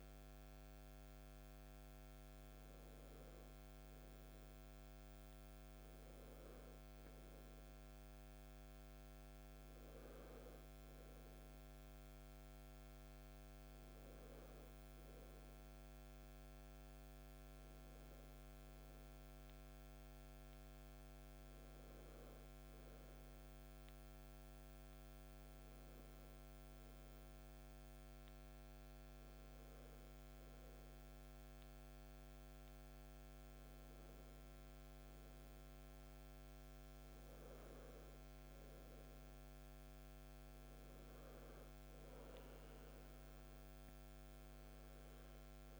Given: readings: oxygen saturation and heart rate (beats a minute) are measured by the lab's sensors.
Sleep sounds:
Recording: breathing in sleep, hard to hear, by a microphone on the trachea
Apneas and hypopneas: none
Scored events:
none scored
From the record:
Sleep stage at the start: REM sleep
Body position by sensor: on the back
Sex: male

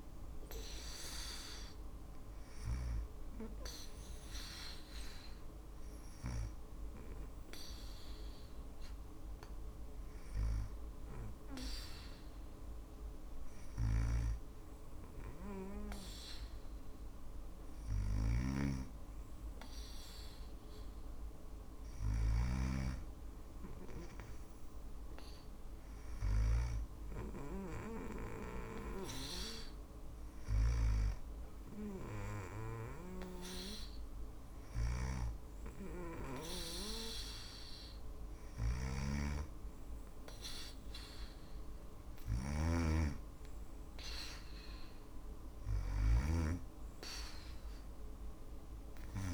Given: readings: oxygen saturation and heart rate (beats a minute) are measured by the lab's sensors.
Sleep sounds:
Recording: breathing in sleep by a room microphone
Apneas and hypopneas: 1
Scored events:
17.50-35.50 s: snoring (device-marked)
30.50-44.50 s: hypopnea (oxygen 96% before, 93% lowest, heart rate 60 before, 57 extreme, up 3 after)
37.50-49.00 s: snoring (device-marked)
From the record:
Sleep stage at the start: N2 (light sleep)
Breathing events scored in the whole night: 224 in 4.0 hours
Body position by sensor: on the back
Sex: female

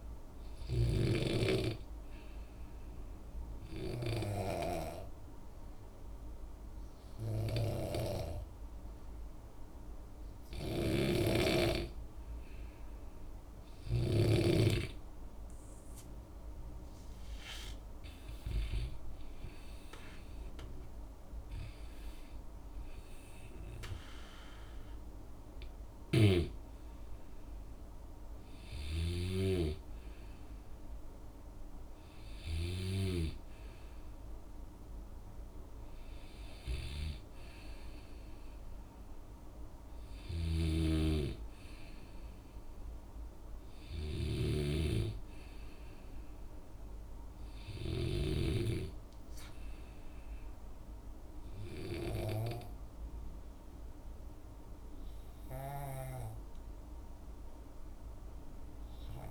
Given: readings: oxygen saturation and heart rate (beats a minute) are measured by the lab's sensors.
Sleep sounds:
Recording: breathing in sleep by a room microphone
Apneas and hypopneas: 1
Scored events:
0.00-1.00 s: snoring (device-marked)
0.00-9.50 s: oxygen desaturation (device-marked, oxygen 94% lowest, heart rate 58 extreme)
3.00-13.50 s: obstructive apnea (oxygen 97% before, 93% lowest, heart rate 65 before, 56 extreme, up 10 after)
11.00-14.50 s: snoring (device-marked)
18.50-22.50 s: arousal
26.00-29.50 s: snoring (device-marked)
40.50-48.50 s: snoring (device-marked)
From the record:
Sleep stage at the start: N2 (light sleep)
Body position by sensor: on the back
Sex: male

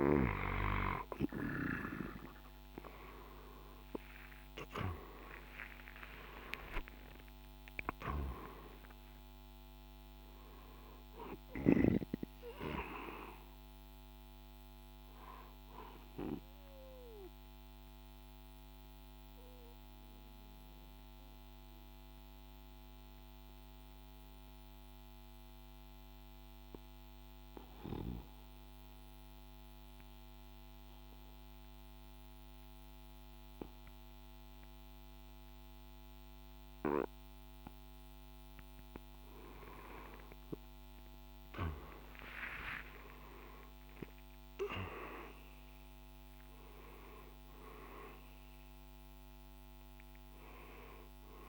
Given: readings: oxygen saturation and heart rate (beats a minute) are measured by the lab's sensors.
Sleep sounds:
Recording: breathing in sleep by a microphone on the trachea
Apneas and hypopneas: 1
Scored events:
3.00-8.00 s: arousal
6.00-24.00 s: oxygen desaturation (device-marked, oxygen 97% before, 93% lowest, heart rate 55 before, 51 extreme)
7.00-21.00 s: drop in pulse transit time (device-marked, heart rate 55 before, 52 extreme)
16.50-37.50 s: obstructive apnea (oxygen 97% before, 88% lowest, heart rate 60 before, 51 extreme, up 7 after)
26.00-36.00 s: oxygen desaturation (device-marked, oxygen 95% before, 90% lowest, heart rate 58 before, 54 extreme)
40.00-45.00 s: arousal
45.00-51.49 s: drop in pulse transit time (device-marked, heart rate 55 before, 59 extreme)
45.00-51.49 s: oxygen desaturation (device-marked, oxygen 98% before, 88% lowest, heart rate 55 before, 54 extreme)
From the record:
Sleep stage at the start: N2 (light sleep)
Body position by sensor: on the right side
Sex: male

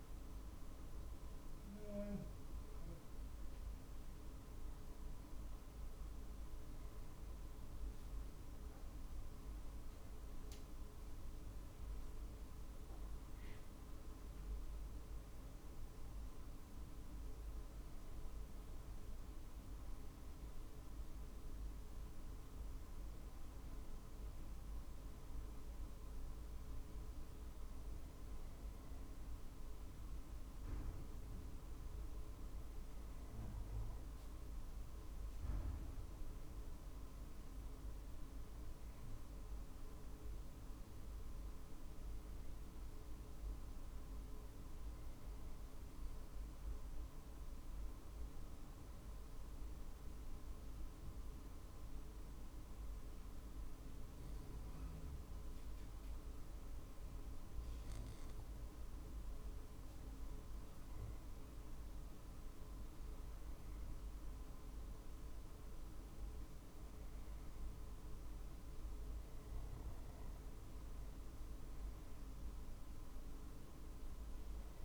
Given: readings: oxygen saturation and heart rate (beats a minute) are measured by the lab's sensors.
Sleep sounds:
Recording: breathing in sleep, hard to hear, by a room microphone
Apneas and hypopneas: 1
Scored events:
0.00-2.00 s: drop in pulse transit time (device-marked, heart rate 50 extreme)
40.00-52.00 s: drop in pulse transit time (device-marked, heart rate 48 before, 48 extreme)
48.50-59.50 s: hypopnea (oxygen 96% before, 94% lowest, heart rate 49 before, 48 extreme, up 3 after)
61.50-64.50 s: arousal
66.00-74.85 s: drop in pulse transit time (device-marked, heart rate 49 before, 48 extreme)
From the record:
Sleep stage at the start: N2 (light sleep)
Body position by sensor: on the right side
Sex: male

